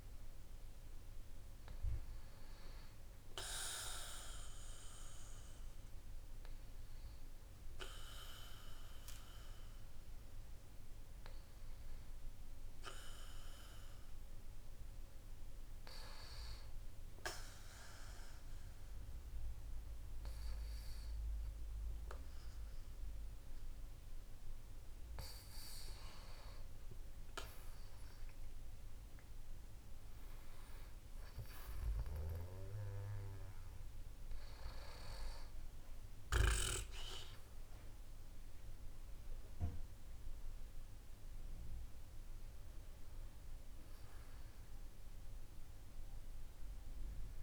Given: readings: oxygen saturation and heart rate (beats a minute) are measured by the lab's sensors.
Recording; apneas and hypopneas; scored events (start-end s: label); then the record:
breathing in sleep by a room microphone; 1
7.00-10.50 s: arousal
14.50-25.50 s: hypopnea (oxygen 95% before, 92% lowest, heart rate 58 before, 52 extreme, up 11 after)
29.50-33.50 s: arousal
32.00-47.00 s: oxygen desaturation (device-marked, oxygen 95% before, 92% lowest, heart rate 59 before, 51 extreme)
From the record:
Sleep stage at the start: N2 (light sleep); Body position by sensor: on the back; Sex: male